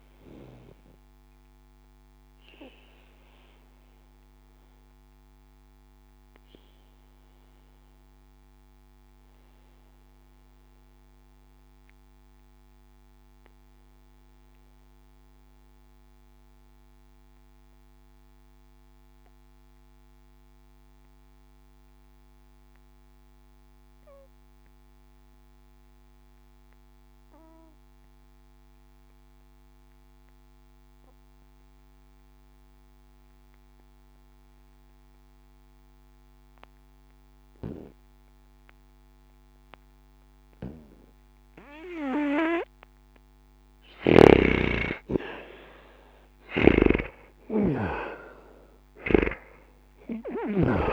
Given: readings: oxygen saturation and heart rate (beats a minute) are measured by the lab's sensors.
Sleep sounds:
breathing in sleep by a microphone on the trachea; 1
0.00-21.00 s: oxygen desaturation (device-marked, oxygen 78% lowest, heart rate 60 extreme)
2.00-43.00 s: obstructive apnea (oxygen 96% before, 78% lowest, heart rate 61 before, 52 extreme, up 38 after)
37.00-50.93 s: oxygen desaturation (device-marked, oxygen 99% before, 79% lowest, heart rate 62 before, 52 extreme)
47.50-50.93 s: arousal
From the record:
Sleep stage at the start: N2 (light sleep); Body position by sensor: on the back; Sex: male

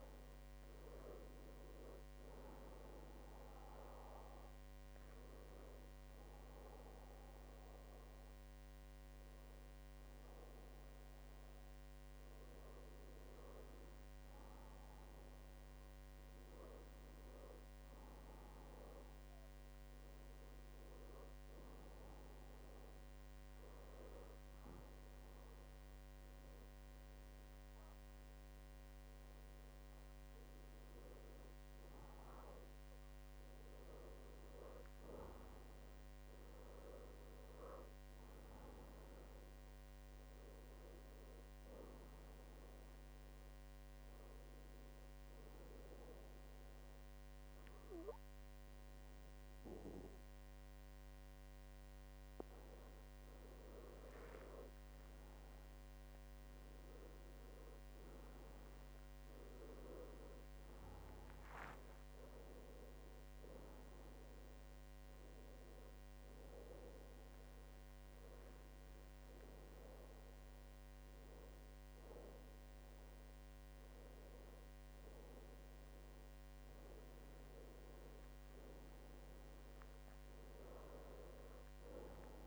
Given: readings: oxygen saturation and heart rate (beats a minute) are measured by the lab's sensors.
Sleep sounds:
breathing in sleep by a microphone on the trachea; 2
4.00-15.00 s: hypopnea (oxygen 96% before, 95% lowest, heart rate 93 before, 64 extreme, up 16 after)
16.50-19.50 s: arousal
31.00-35.00 s: arousal
43.00-55.00 s: hypopnea (oxygen 98% before, 94% lowest, heart rate 80 before, 68 extreme, up 12 after)
56.50-60.50 s: arousal
58.00-60.00 s: long interval between heartbeats (device-marked, heart rate 73 before, 76 extreme)
From the record:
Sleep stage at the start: N2 (light sleep); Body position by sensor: on the back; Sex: male

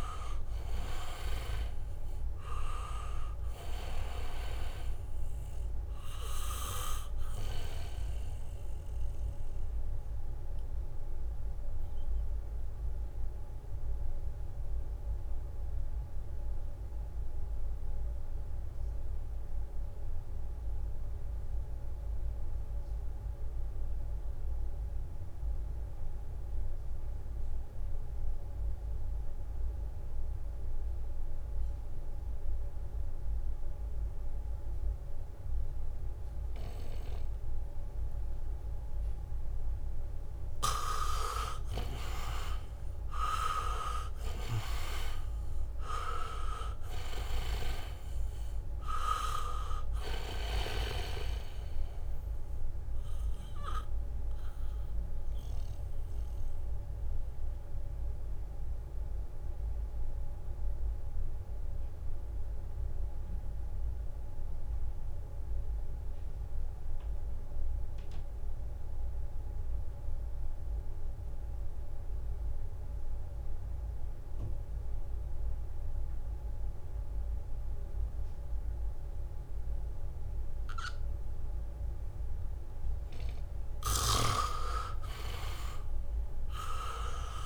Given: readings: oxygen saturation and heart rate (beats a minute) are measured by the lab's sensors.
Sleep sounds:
breathing in sleep by a room microphone; 2
0.00-22.50 s: oxygen desaturation (device-marked, oxygen 77% lowest, heart rate 62 extreme)
10.50-39.00 s: mixed apnea (oxygen 98% before, 77% lowest, heart rate 67 before, 62 extreme, up 3 after)
34.50-68.50 s: oxygen desaturation (device-marked, oxygen 99% before, 77% lowest, heart rate 71 before, 62 extreme)
40.50-42.50 s: leg movement (device-marked)
42.50-47.00 s: arousal
42.50-52.00 s: leg movement (device-marked)
56.00-82.50 s: mixed apnea (oxygen 99% before, 77% lowest, heart rate 67 before, 63 extreme, up 1 after)
75.50-87.46 s: oxygen desaturation (device-marked, oxygen 99% before, 79% lowest, heart rate 71 before, 63 extreme)
80.00-86.00 s: leg movement (device-marked)
86.00-87.46 s: arousal
86.00-87.46 s: leg movement (device-marked)
From the record:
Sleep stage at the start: N2 (light sleep); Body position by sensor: on the back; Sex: male

